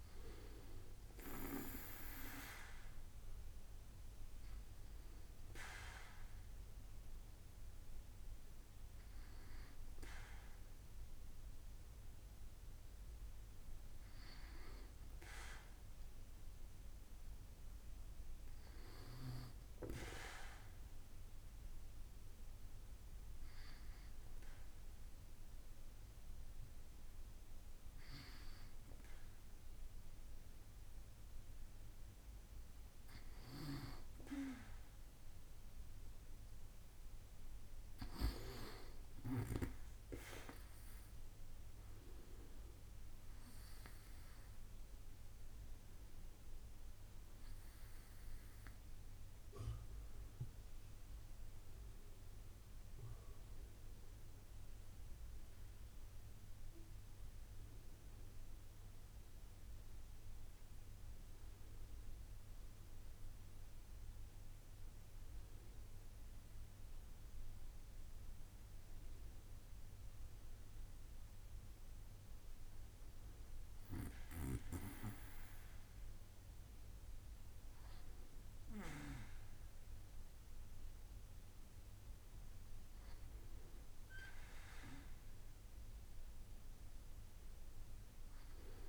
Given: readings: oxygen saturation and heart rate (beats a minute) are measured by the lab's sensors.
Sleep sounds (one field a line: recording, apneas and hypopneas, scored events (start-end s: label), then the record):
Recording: breathing in sleep by a room microphone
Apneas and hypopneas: 1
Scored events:
20.00-32.50 s: hypopnea (oxygen 96% before, 94% lowest, heart rate 70 before, 65 extreme, up 4 after)
34.50-38.00 s: arousal
From the record:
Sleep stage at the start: N2 (light sleep)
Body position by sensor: on the back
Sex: male